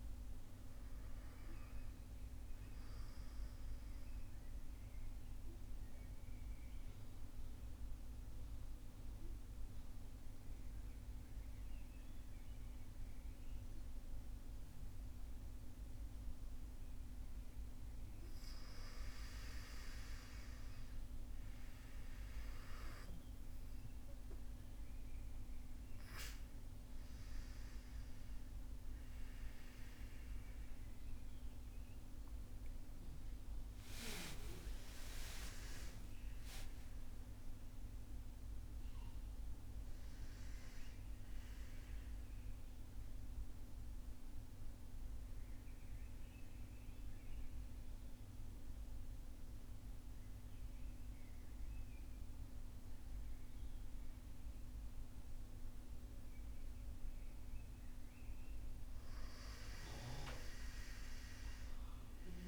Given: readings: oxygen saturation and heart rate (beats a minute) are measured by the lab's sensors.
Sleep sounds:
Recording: breathing in sleep, hard to hear, by a room microphone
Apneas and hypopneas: 2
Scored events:
0.00-9.50 s: oxygen desaturation (device-marked, oxygen 93% lowest)
3.00-17.00 s: central apnea (oxygen 99% before, 90% lowest)
19.50-22.50 s: arousal
24.50-41.50 s: oxygen desaturation (device-marked, oxygen 98% before, 92% lowest)
33.00-37.00 s: arousal
42.00-57.50 s: central apnea (oxygen 98% before, 90% lowest)
59.00-62.48 s: arousal
From the record:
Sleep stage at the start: N2 (light sleep)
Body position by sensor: on the back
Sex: male

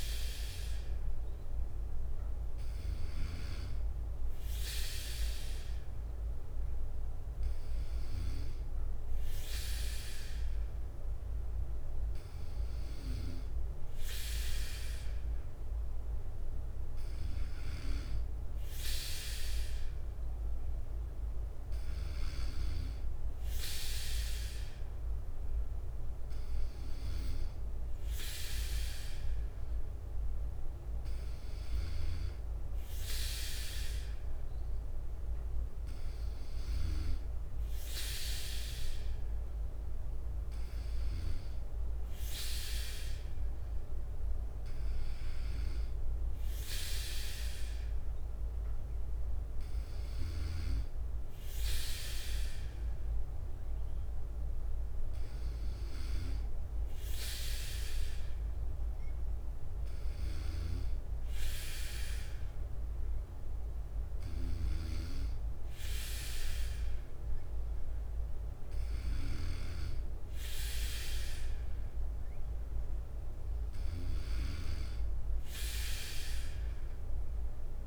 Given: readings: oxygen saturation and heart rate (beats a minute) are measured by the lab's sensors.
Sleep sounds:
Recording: breathing in sleep by a room microphone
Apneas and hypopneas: none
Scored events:
1.50-14.50 s: bradycardia (device-marked, heart rate 59 before, 58 extreme)
25.50-29.50 s: bradycardia (device-marked, heart rate 59 before, 59 extreme)
39.50-42.50 s: bradycardia (device-marked, heart rate 59 before, 60 extreme)
45.50-56.50 s: bradycardia (device-marked, heart rate 59 before, 58 extreme)
From the record:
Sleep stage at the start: N3 (deep sleep)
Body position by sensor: on the right side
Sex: male

